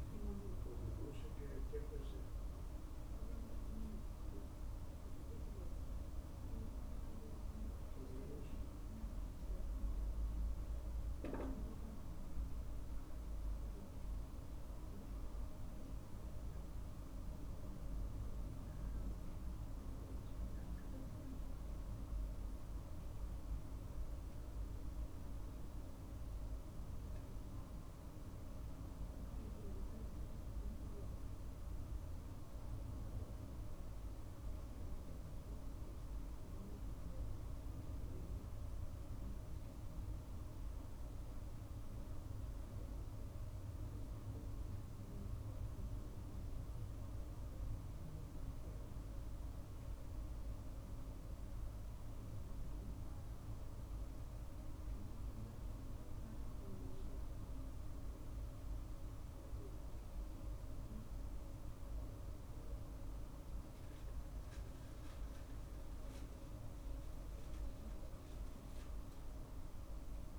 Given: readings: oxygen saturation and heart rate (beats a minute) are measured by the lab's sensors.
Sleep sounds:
breathing in sleep, hard to hear, by a room microphone; none
none scored
From the record:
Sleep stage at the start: N2 (light sleep); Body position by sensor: on the right side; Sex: male

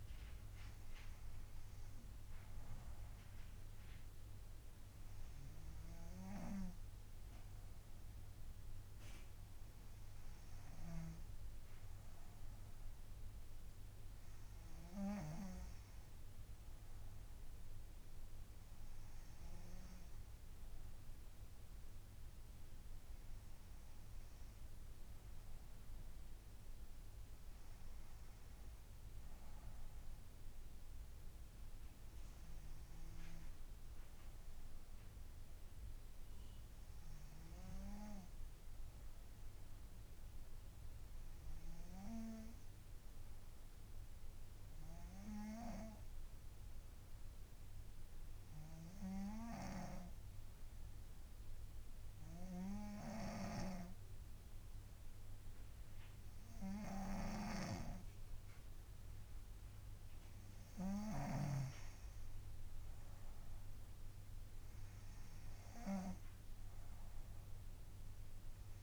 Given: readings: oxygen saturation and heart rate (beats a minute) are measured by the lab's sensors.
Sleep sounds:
breathing in sleep by a room microphone; 1
46.50-61.00 s: obstructive apnea (oxygen 96% before, 94% lowest, heart rate 66 before, 65 extreme, up 6 after)
63.00-66.50 s: arousal
From the record:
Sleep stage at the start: N2 (light sleep); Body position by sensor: on the right side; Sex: female

